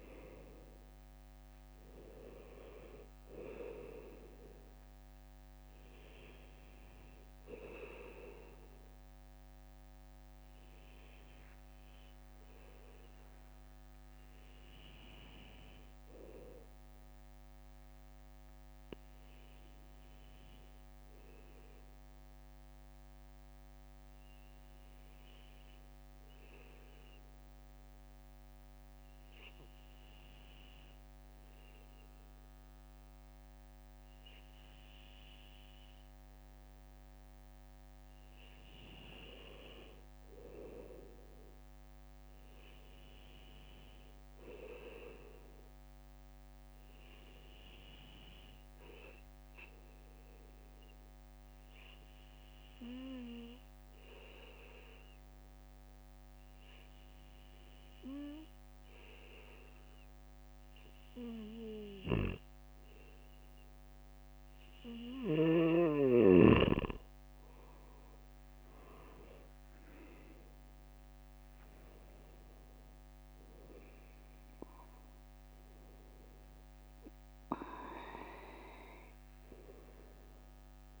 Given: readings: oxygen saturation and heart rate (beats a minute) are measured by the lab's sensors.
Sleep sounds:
breathing in sleep by a microphone on the trachea; 2
4.00-54.00 s: bradycardia (device-marked, heart rate 59 before, 56 extreme)
14.50-17.50 s: arousal
20.00-36.50 s: obstructive apnea (oxygen 97% before, 94% lowest, heart rate 59 before, 56 extreme, up 2 after)
39.50-43.00 s: arousal
51.00-64.50 s: obstructive apnea (oxygen 99% before, 96% lowest, heart rate 58 before, 58 extreme, up 2 after)
59.00-66.00 s: bradycardia (device-marked, heart rate 59 before, 59 extreme)
67.00-70.50 s: arousal
74.00-81.00 s: bradycardia (device-marked, heart rate 59 before, 57 extreme)
From the record:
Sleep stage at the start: N2 (light sleep); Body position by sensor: on the back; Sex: male

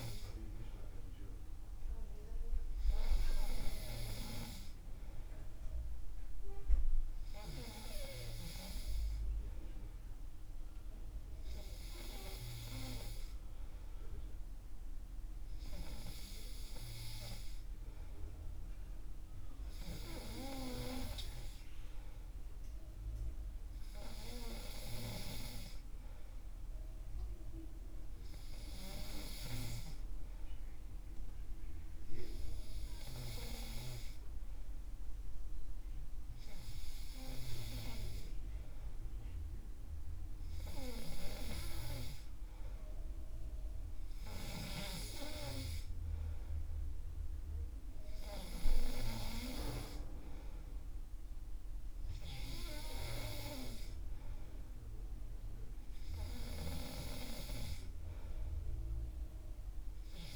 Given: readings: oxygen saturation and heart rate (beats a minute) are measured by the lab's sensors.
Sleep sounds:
breathing in sleep by a room microphone; none
none scored
From the record:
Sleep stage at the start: N3 (deep sleep); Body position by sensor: on the back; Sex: male

